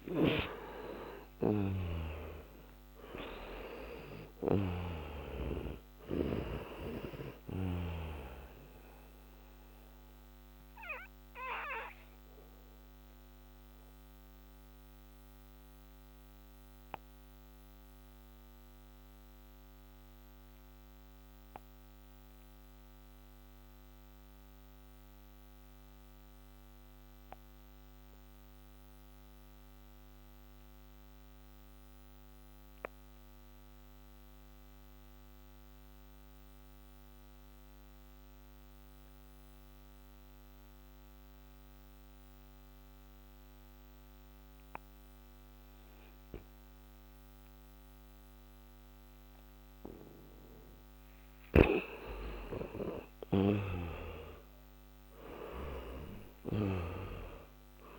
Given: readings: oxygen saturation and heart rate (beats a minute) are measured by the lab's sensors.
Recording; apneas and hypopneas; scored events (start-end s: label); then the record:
breathing in sleep by a microphone on the trachea; 1
0.00-3.50 s: arousal
0.00-34.00 s: oxygen desaturation (device-marked, oxygen 87% lowest, heart rate 46 extreme)
10.00-49.50 s: obstructive apnea (oxygen 98% before, 85% lowest, heart rate 60 before, 54 extreme, up 14 after)
52.50-57.50 s: arousal
From the record:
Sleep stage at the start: N2 (light sleep); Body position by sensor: on the back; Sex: male